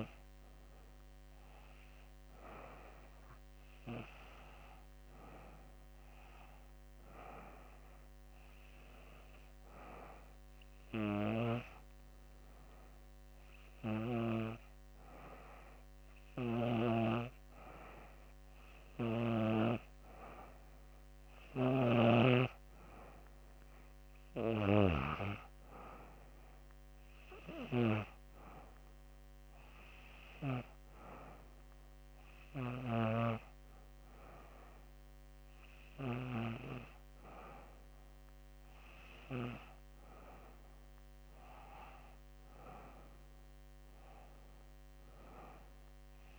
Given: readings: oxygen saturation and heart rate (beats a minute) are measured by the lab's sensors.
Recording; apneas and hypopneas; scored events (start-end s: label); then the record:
breathing in sleep by a microphone on the trachea; none
none scored
From the record:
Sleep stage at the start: N2 (light sleep); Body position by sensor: on the back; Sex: female